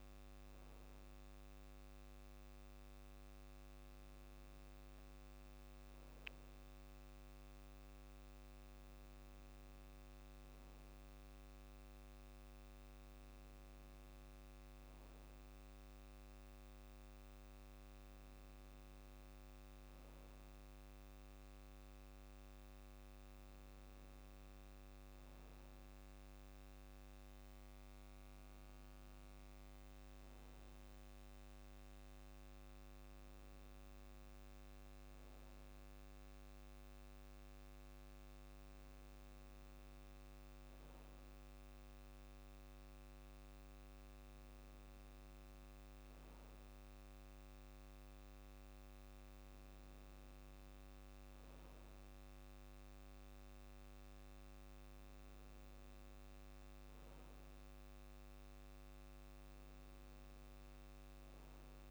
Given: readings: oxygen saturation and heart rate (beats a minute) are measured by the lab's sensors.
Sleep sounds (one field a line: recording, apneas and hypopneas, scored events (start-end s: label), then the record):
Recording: breathing in sleep, hard to hear, by a microphone on the trachea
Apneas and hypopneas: none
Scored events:
none scored
From the record:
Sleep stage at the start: N2 (light sleep)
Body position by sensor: on the back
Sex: male